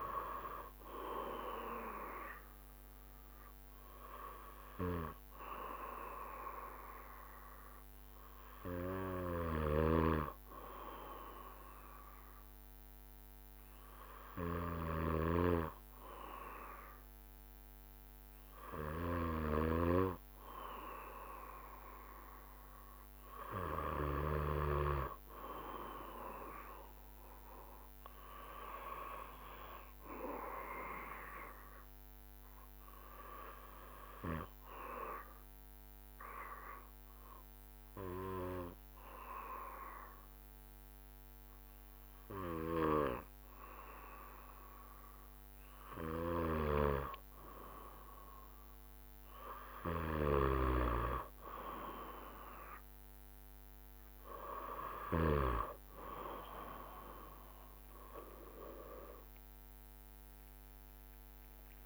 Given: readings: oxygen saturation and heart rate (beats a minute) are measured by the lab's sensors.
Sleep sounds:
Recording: breathing in sleep by a microphone on the trachea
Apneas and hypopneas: 1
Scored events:
9.50-20.00 s: snoring (device-marked)
20.00-24.50 s: arousal
28.50-39.50 s: drop in pulse transit time (device-marked, heart rate 67 before, 68 extreme)
31.00-46.50 s: obstructive apnea (oxygen 97% before, 94% lowest, heart rate 67 before, 67 extreme, up 2 after)
46.50-50.50 s: snoring (device-marked)
58.50-60.50 s: long interval between heartbeats (device-marked, heart rate 68 before, 88 extreme)
58.50-61.86 s: drop in pulse transit time (device-marked, heart rate 68 before, 88 extreme)
From the record:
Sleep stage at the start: N2 (light sleep)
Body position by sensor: on the back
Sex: male

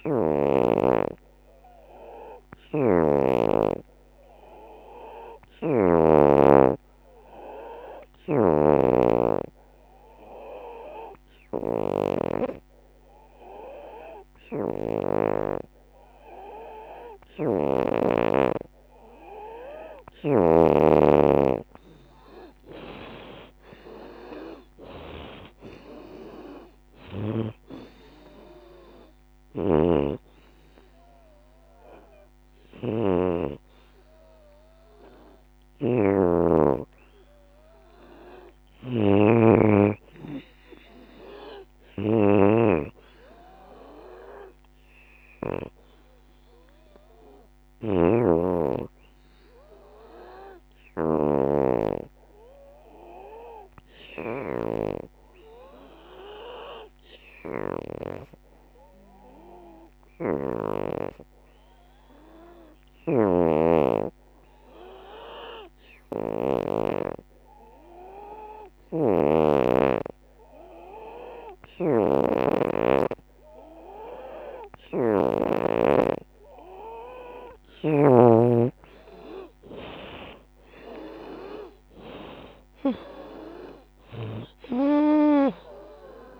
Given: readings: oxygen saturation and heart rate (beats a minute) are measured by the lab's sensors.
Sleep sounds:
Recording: breathing in sleep by a microphone on the trachea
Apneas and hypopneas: 2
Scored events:
5.00-41.00 s: oxygen desaturation (device-marked, oxygen 94% before, 82% lowest, heart rate 71 before, 69 extreme)
10.00-20.50 s: obstructive apnea (oxygen 94% before, 82% lowest, heart rate 75 before, 75 extreme, up 17 after)
22.00-26.00 s: arousal
42.50-46.50 s: arousal
48.00-53.00 s: oxygen desaturation (device-marked, oxygen 93% before, 87% lowest, heart rate 83 before, 69 extreme)
51.50-76.50 s: obstructive apnea (oxygen 93% before, 82% lowest, heart rate 82 before, 72 extreme, up 26 after)
61.00-68.00 s: oxygen desaturation (device-marked, oxygen 90% before, 84% lowest, heart rate 79 before, 72 extreme)
70.00-86.39 s: oxygen desaturation (device-marked, oxygen 88% before, 82% lowest, heart rate 75 before, 77 extreme)
76.00-86.39 s: drop in pulse transit time (device-marked, heart rate 77 before, 77 extreme)
78.50-81.50 s: arousal
From the record:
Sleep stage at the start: N2 (light sleep)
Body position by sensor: on the back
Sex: female

